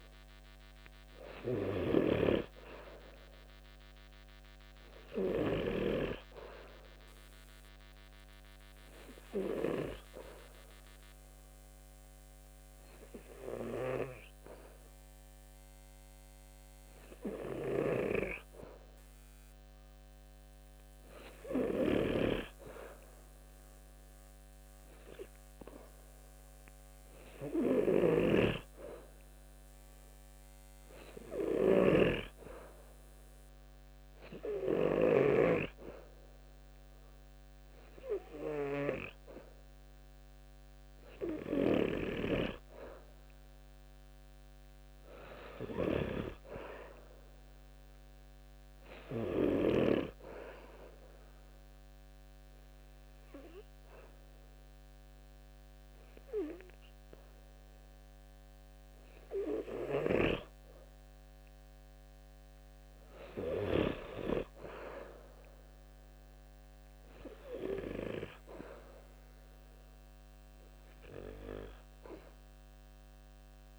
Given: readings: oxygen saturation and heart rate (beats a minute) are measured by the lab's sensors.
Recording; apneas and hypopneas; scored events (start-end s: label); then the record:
breathing in sleep by a microphone on the trachea; 1
7.00-28.00 s: oxygen desaturation (device-marked, oxygen 96% before, 91% lowest, heart rate 69 before, 69 extreme)
27.50-35.00 s: snoring (device-marked)
50.50-61.50 s: obstructive apnea (oxygen 93% before, 90% lowest, heart rate 73 before, 69 extreme, up 1 after)
64.00-67.50 s: arousal
From the record:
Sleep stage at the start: N2 (light sleep); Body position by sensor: on the back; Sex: male